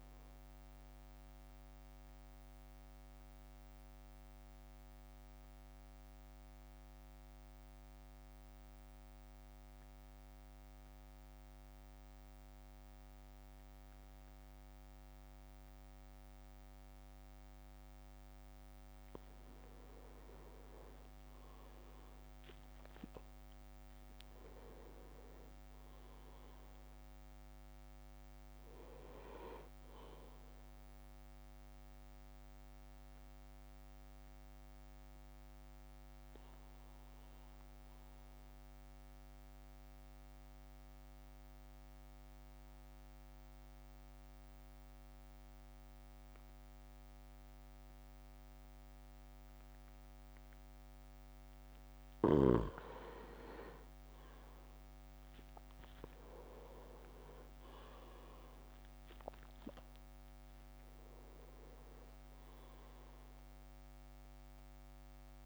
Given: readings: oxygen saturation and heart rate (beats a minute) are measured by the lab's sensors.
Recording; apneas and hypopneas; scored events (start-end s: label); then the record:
breathing in sleep by a microphone on the trachea; 2
2.00-17.50 s: mixed apnea (oxygen 99% before, 94% lowest, heart rate 57 before, 52 extreme, up 6 after)
20.00-24.50 s: arousal
21.50-32.50 s: drop in pulse transit time (device-marked, heart rate 56 before, 55 extreme)
24.50-35.50 s: oxygen desaturation (device-marked, oxygen 100% before, 96% lowest, heart rate 56 before, 52 extreme)
33.00-52.00 s: mixed apnea (oxygen 100% before, 95% lowest, heart rate 57 before, 52 extreme, up 8 after)
54.50-60.00 s: arousal
55.50-65.45 s: drop in pulse transit time (device-marked, heart rate 55 before, 55 extreme)
From the record:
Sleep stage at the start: N2 (light sleep); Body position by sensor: on the back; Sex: male